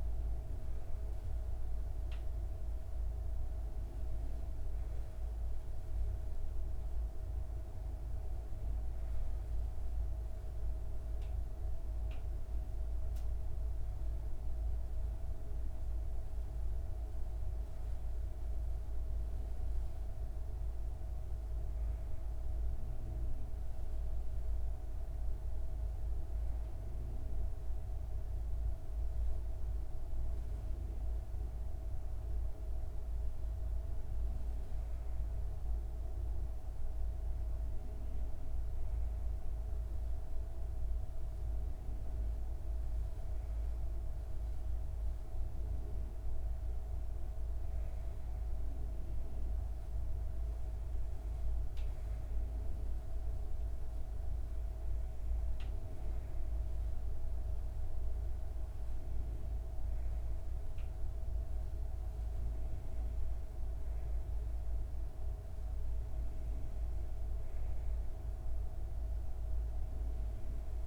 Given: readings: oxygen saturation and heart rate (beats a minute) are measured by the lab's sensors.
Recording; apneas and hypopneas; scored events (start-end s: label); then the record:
breathing in sleep, hard to hear, by a room microphone; none
none scored
From the record:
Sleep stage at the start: N2 (light sleep); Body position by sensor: on the back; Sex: female